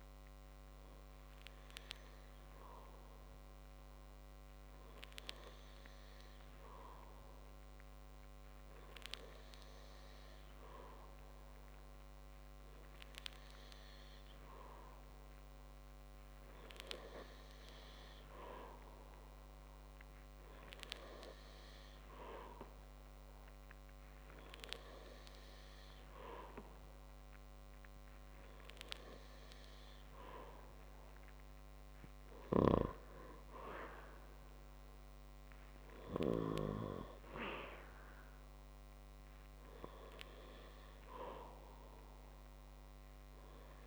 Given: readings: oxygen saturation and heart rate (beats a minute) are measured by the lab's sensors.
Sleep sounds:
breathing in sleep by a microphone on the trachea; none
none scored
From the record:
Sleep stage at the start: N2 (light sleep); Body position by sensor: on the back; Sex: male

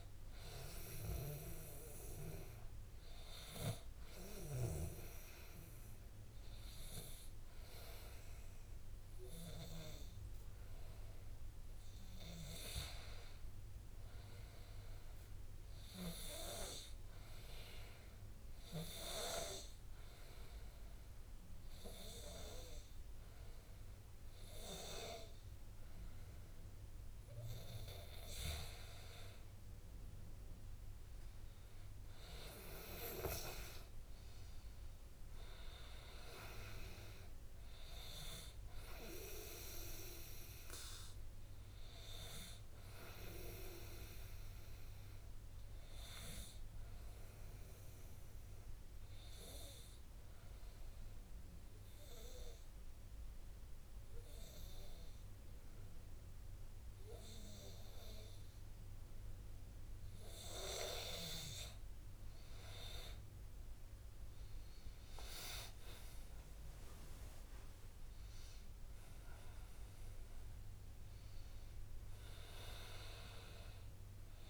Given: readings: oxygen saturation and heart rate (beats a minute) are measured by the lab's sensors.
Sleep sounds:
breathing in sleep by a room microphone; 3
1.00-11.00 s: hypopnea (oxygen 99% before, 95% lowest, heart rate 59 before, 55 extreme, up 8 after)
13.50-16.50 s: arousal
18.50-29.00 s: obstructive apnea (oxygen 98% before, 93% lowest, heart rate 60 before, 55 extreme, up 24 after)
33.00-35.00 s: long interval between heartbeats (device-marked, heart rate 60 before, 77 extreme)
36.00-41.00 s: arousal
49.00-62.50 s: obstructive apnea (oxygen 98% before, 93% lowest, heart rate 64 before, 59 extreme, up 50 after)
65.00-69.00 s: arousal
65.50-74.49 s: tachycardia (device-marked, heart rate 63 before, 147 extreme)
66.50-74.49 s: oxygen desaturation (device-marked, oxygen 99% before, 93% lowest, heart rate 60 before, 57 extreme)
67.00-69.00 s: long interval between heartbeats (device-marked, heart rate 60 before, 82 extreme)
73.00-74.49 s: long interval between heartbeats (device-marked, heart rate 74 before, 135 extreme)
From the record:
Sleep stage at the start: N2 (light sleep); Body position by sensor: on the back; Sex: male

